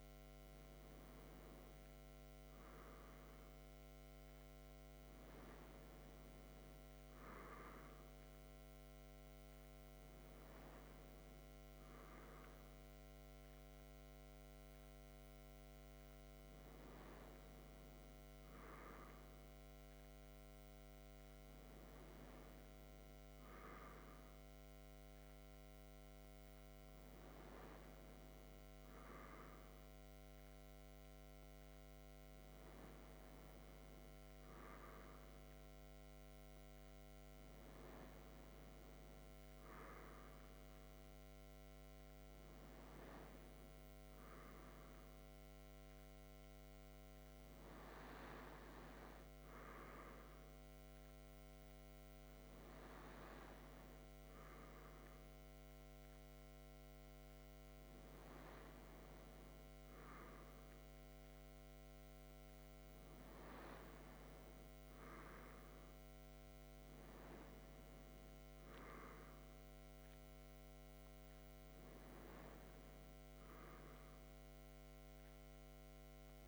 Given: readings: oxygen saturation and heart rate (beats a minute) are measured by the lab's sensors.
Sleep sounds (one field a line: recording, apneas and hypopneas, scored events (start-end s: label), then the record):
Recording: breathing in sleep, hard to hear, by a microphone on the trachea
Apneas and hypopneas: none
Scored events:
none scored
From the record:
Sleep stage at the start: N2 (light sleep)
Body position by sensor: on the back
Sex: male